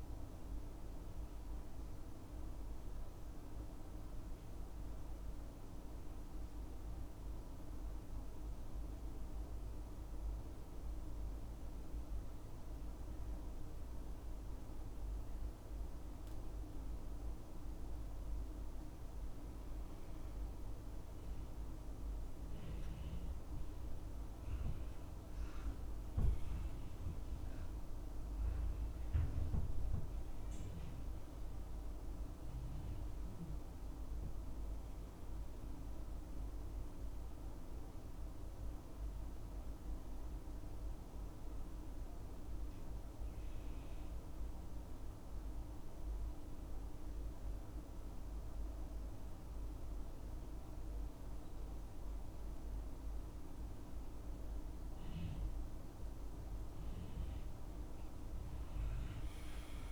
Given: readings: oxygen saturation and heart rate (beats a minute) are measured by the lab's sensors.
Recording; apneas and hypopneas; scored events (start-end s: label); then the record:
breathing in sleep, hard to hear, by a room microphone; 2
9.50-20.50 s: obstructive apnea (oxygen 98% before, 92% lowest, heart rate 67 before, 65 extreme, up 3 after)
24.00-52.00 s: oxygen desaturation (device-marked, oxygen 97% before, 92% lowest, heart rate 67 before, 65 extreme)
25.00-28.50 s: arousal
39.50-55.50 s: obstructive apnea (oxygen 97% before, 91% lowest, heart rate 69 before, 63 extreme, up 6 after)
58.50-59.92 s: arousal
From the record:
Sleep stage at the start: N2 (light sleep); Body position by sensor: on the back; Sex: male